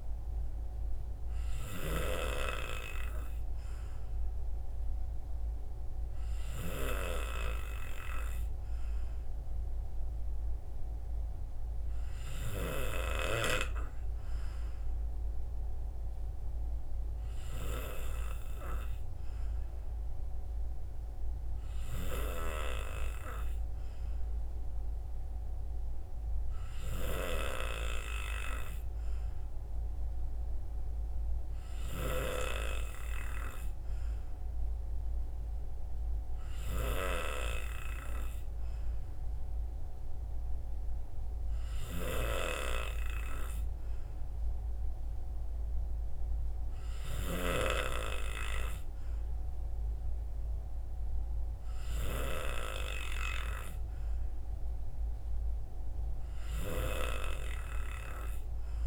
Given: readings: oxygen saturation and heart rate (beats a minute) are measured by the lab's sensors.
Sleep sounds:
breathing in sleep by a room microphone; none
none scored
From the record:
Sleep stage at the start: N3 (deep sleep); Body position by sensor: on the right side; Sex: male

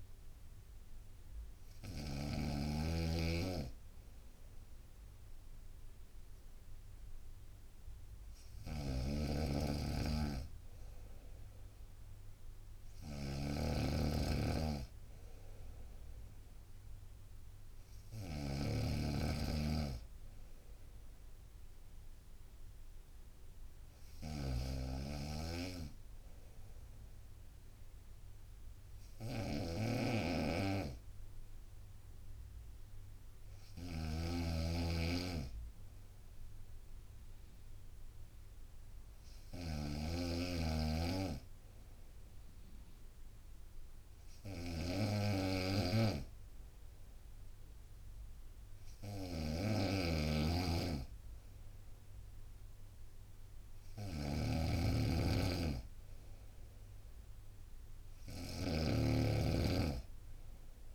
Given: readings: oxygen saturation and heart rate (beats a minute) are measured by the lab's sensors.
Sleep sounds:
breathing in sleep by a room microphone; none
0.00-2.00 s: snoring (device-marked)
8.50-60.95 s: snoring (device-marked)
51.00-60.95 s: new sleep stage, N2 (light sleep)
59.50-60.95 s: long interval between heartbeats (device-marked, heart rate 62 before, 64 extreme)
From the record:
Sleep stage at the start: N3 (deep sleep); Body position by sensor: on the right side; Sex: female

